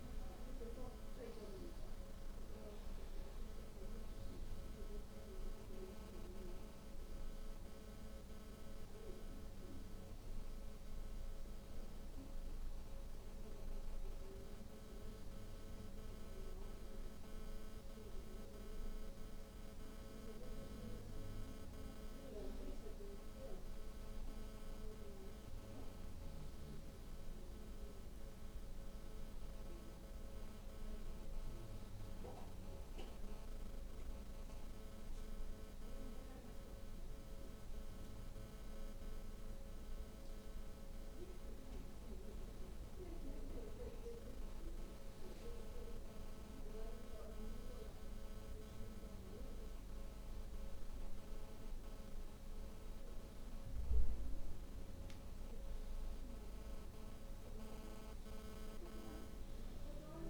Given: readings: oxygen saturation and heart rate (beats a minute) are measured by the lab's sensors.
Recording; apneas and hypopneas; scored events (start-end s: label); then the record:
breathing in sleep by a room microphone; none
none scored
From the record:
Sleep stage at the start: N2 (light sleep); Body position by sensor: on the back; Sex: female